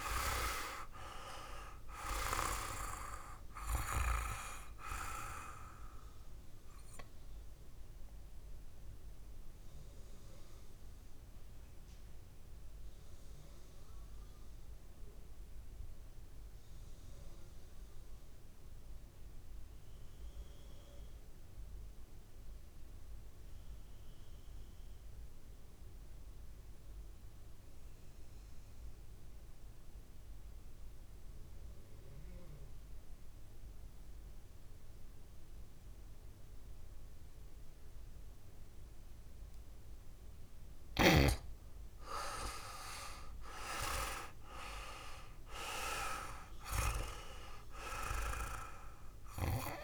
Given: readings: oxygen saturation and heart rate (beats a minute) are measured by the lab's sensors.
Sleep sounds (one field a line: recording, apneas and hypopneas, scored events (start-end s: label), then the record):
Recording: breathing in sleep by a room microphone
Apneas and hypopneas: 1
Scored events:
0.00-1.00 s: arousal
0.00-23.50 s: oxygen desaturation (device-marked, oxygen 87% lowest, heart rate 56 extreme)
8.50-40.50 s: mixed apnea (oxygen 100% before, 87% lowest, heart rate 63 before, 55 extreme, up 1 after)
37.50-49.84 s: oxygen desaturation (device-marked, oxygen 99% before, 87% lowest, heart rate 59 before, 55 extreme)
42.50-46.50 s: arousal
From the record:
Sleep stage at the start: N2 (light sleep)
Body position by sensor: on the back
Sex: male